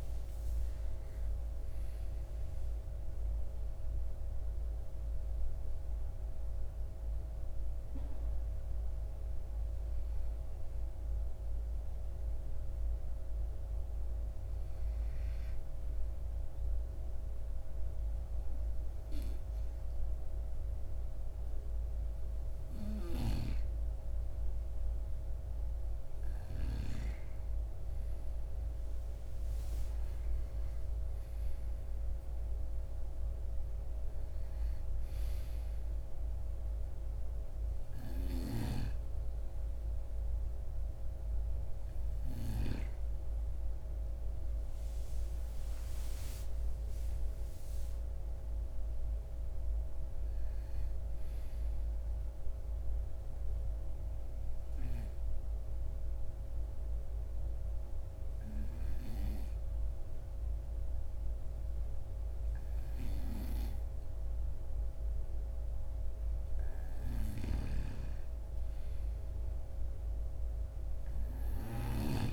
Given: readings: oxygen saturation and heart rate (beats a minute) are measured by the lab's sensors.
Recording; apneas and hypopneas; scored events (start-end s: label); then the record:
breathing in sleep by a room microphone; 2
7.00-26.50 s: hypopnea (oxygen 95% before, 92% lowest, heart rate 65 before, 52 extreme, up 12 after)
29.00-32.50 s: arousal
51.00-65.50 s: obstructive apnea (oxygen 98% before, 93% lowest, heart rate 63 before, 53 extreme, up 5 after)
67.50-72.33 s: arousal
From the record:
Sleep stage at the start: N2 (light sleep); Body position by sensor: on the right side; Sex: male